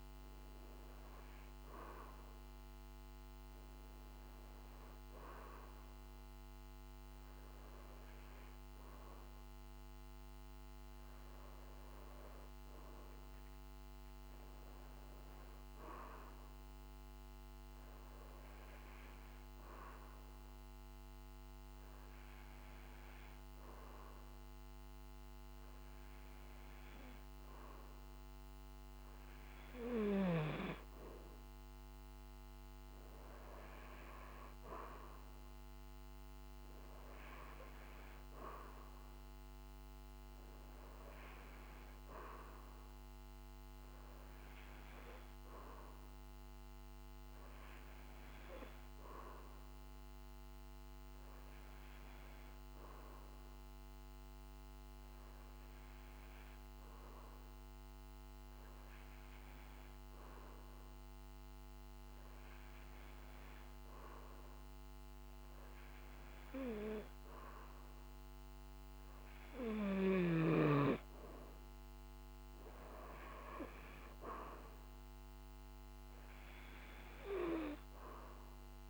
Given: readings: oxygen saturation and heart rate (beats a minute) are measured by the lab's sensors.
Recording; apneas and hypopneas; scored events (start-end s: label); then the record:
breathing in sleep by a microphone on the trachea; 1
47.00-66.50 s: hypopnea (oxygen 96% before, 94% lowest, heart rate 51 before, 48 extreme, up 5 after)
68.50-72.00 s: arousal
From the record:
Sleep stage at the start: N2 (light sleep); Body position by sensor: on the back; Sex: male